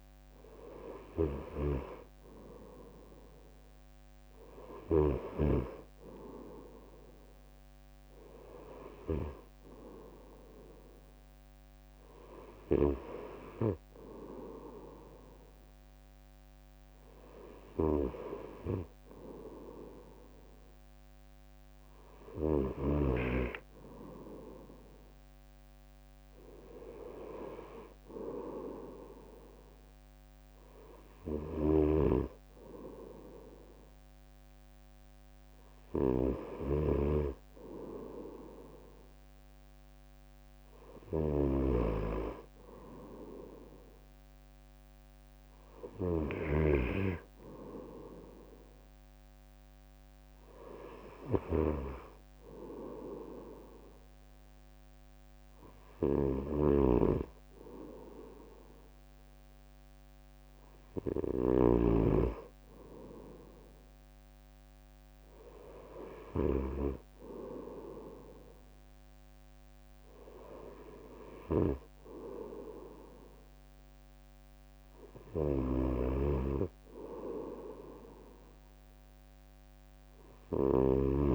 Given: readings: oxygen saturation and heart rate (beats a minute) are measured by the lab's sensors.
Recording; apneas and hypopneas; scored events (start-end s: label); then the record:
breathing in sleep by a microphone on the trachea; none
none scored
From the record:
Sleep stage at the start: N2 (light sleep); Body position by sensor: on the right side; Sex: male